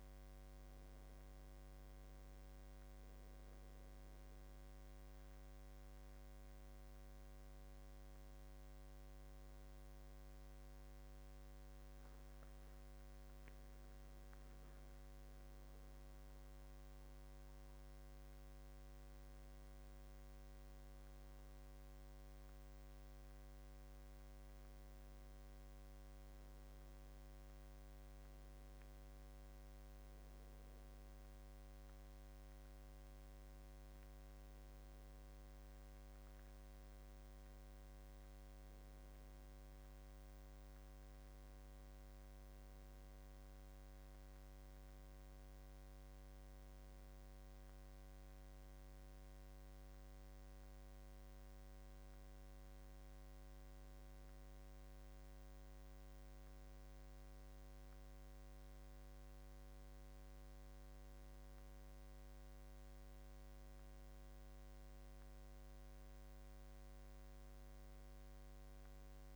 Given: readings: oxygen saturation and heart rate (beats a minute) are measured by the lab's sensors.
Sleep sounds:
a person partly awake in a sleep study, hard to hear, by a microphone on the trachea; none
20.00-69.36 s: new sleep stage, N1 (lightest sleep)
21.00-43.00 s: oxygen desaturation (device-marked, oxygen 97% before, 93% lowest, heart rate 85 before, 82 extreme)
From the record:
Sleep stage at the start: awake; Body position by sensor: on the back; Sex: male

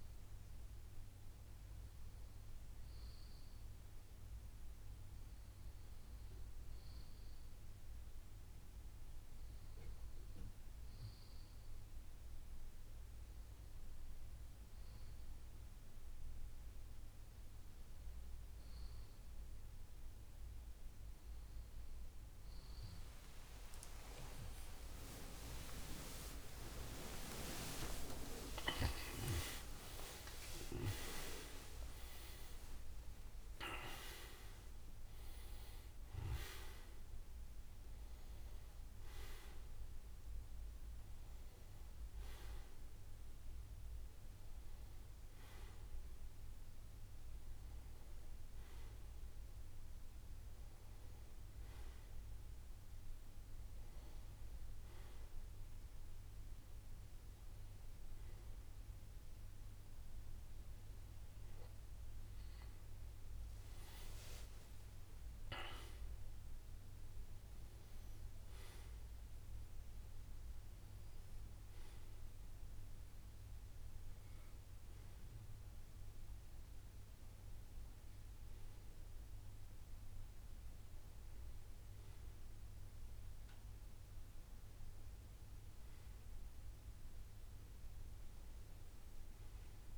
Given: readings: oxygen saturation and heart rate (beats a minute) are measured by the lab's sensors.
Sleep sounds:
a person awake in a sleep study, by a room microphone; none
18.00-78.00 s: new sleep stage, awake
78.00-89.98 s: new sleep stage, N1 (lightest sleep)
From the record:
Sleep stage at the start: N2 (light sleep); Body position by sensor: on the back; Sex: male

